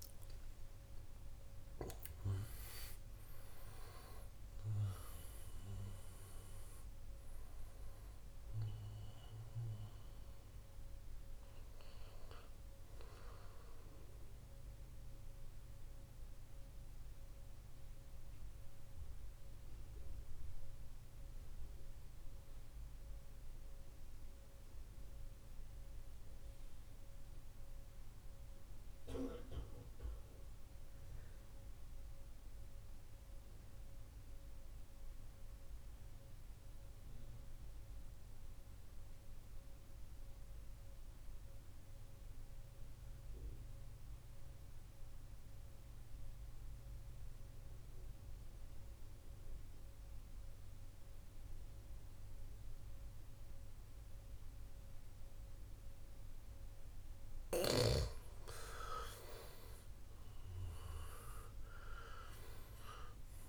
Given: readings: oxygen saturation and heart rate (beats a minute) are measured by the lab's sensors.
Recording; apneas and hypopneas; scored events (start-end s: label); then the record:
breathing in sleep by a room microphone; 1
0.00-1.50 s: arousal
0.00-24.00 s: oxygen desaturation (device-marked, oxygen 87% lowest, heart rate 37 extreme)
14.50-57.00 s: mixed apnea (oxygen 96% before, 87% lowest, heart rate 116 before, 99 extreme)
47.00-63.49 s: oxygen desaturation (device-marked, oxygen 98% before, 87% lowest, heart rate 119 before, 94 extreme)
59.50-63.49 s: arousal
From the record:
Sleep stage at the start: N2 (light sleep); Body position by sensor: on the right side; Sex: male